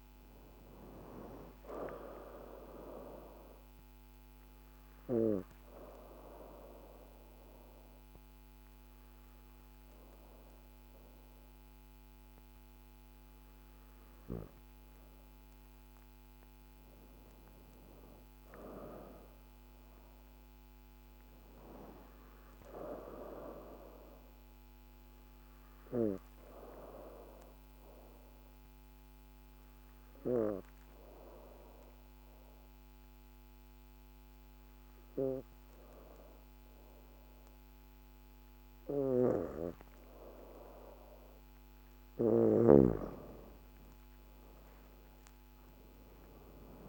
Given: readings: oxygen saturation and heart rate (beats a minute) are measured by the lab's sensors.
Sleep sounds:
breathing in sleep by a microphone on the trachea; 2
3.50-13.50 s: obstructive apnea (oxygen 98% before, 83% lowest, heart rate 52 before, 51 extreme, up 3 after)
4.00-18.00 s: oxygen desaturation (device-marked, oxygen 98% before, 90% lowest, heart rate 52 before, 51 extreme)
17.00-21.50 s: arousal
26.00-40.50 s: obstructive apnea (oxygen 98% before, 82% lowest, heart rate 53 before, 52 extreme, up 16 after)
42.00-46.50 s: arousal
42.00-46.88 s: oxygen desaturation (device-marked, oxygen 95% before, 83% lowest, heart rate 53 before, 52 extreme)
From the record:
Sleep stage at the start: N2 (light sleep); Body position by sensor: on the back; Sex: female

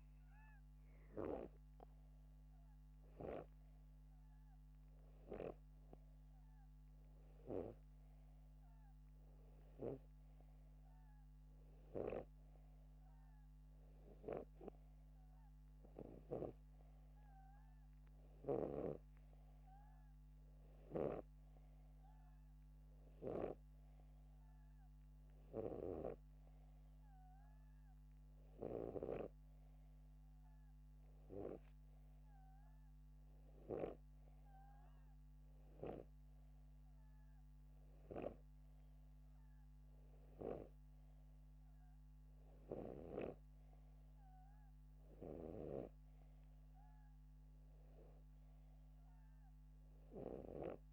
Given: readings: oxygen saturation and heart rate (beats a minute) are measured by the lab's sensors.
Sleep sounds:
breathing in sleep by a microphone on the trachea; none
none scored
From the record:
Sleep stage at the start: N2 (light sleep); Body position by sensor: upright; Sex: male

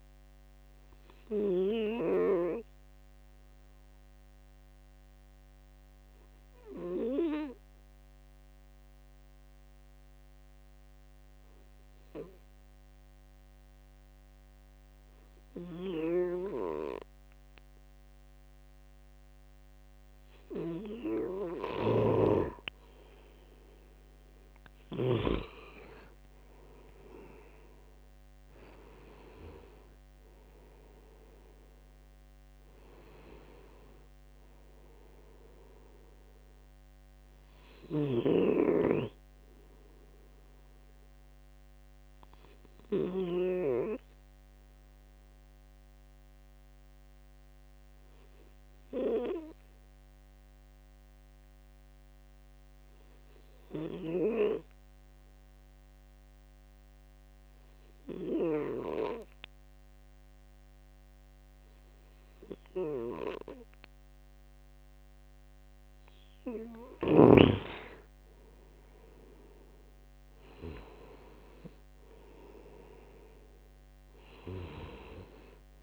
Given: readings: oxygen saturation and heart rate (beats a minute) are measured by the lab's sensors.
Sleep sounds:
breathing in sleep by a microphone on the trachea; 2
0.00-12.50 s: oxygen desaturation (device-marked, oxygen 92% lowest, heart rate 72 extreme)
0.50-23.50 s: obstructive apnea (oxygen 98% before, 92% lowest, heart rate 78 before, 72 extreme, up 6 after)
26.50-30.50 s: arousal
29.50-41.50 s: oxygen desaturation (device-marked, oxygen 98% before, 93% lowest, heart rate 76 before, 72 extreme)
42.00-65.00 s: obstructive apnea (oxygen 98% before, 93% lowest, heart rate 78 before, 69 extreme, up 5 after)
67.00-70.50 s: arousal
69.50-75.83 s: oxygen desaturation (device-marked, oxygen 98% before, 93% lowest, heart rate 76 before, 65 extreme)
From the record:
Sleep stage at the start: N2 (light sleep); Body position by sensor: on the right side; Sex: male

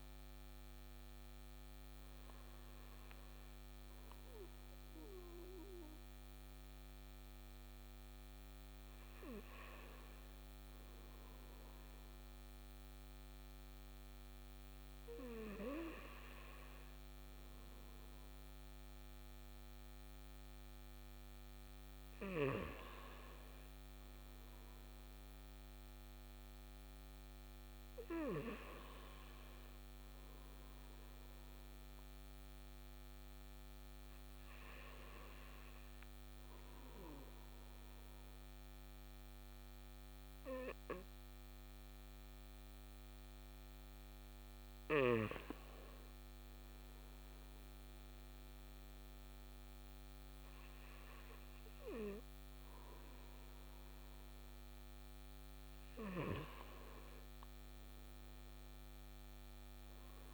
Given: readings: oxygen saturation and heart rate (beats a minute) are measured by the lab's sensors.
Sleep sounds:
breathing in sleep by a microphone on the trachea; none
none scored
From the record:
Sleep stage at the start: N2 (light sleep); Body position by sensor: on the right side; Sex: male

